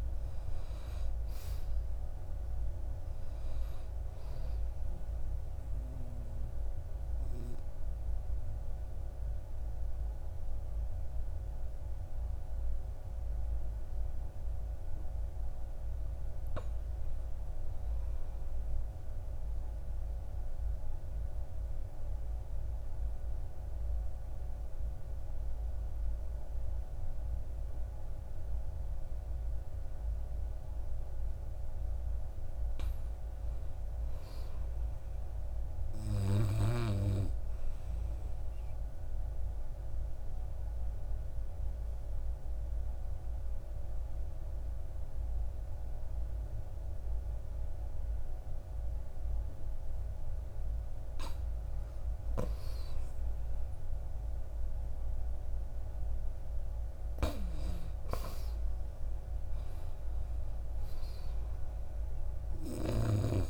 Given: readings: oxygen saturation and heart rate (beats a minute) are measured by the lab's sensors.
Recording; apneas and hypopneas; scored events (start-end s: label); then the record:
breathing in sleep by a room microphone; 2
0.00-10.00 s: oxygen desaturation (device-marked, oxygen 84% lowest, heart rate 57 extreme)
18.00-32.00 s: obstructive apnea (oxygen 99% before, 89% lowest, heart rate 63 before, 60 extreme, up 4 after)
26.00-51.00 s: oxygen desaturation (device-marked, oxygen 98% before, 89% lowest, heart rate 60 before, 60 extreme)
33.00-35.50 s: arousal
38.50-49.50 s: obstructive apnea (oxygen 99% before, 87% lowest, heart rate 61 before, 60 extreme, up 4 after)
56.50-61.00 s: arousal
58.00-63.50 s: oxygen desaturation (device-marked, oxygen 95% before, 89% lowest, heart rate 62 before, 53 extreme)
From the record:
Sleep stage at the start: N2 (light sleep); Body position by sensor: on the back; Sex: male